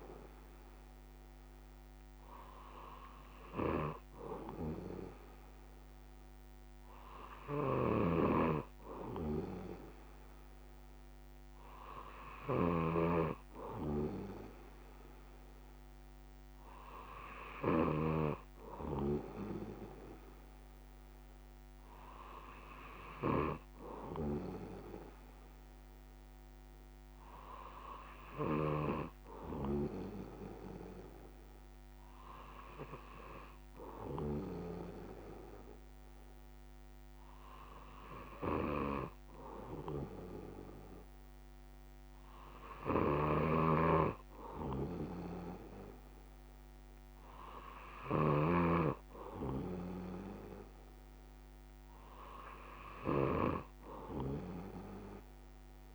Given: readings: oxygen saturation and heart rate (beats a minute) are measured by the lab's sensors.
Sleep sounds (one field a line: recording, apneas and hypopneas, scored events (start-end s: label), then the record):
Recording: breathing in sleep by a microphone on the trachea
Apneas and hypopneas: none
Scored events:
23.00-55.95 s: new sleep stage, N1 (lightest sleep)
From the record:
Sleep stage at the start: N3 (deep sleep)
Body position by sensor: on the back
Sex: male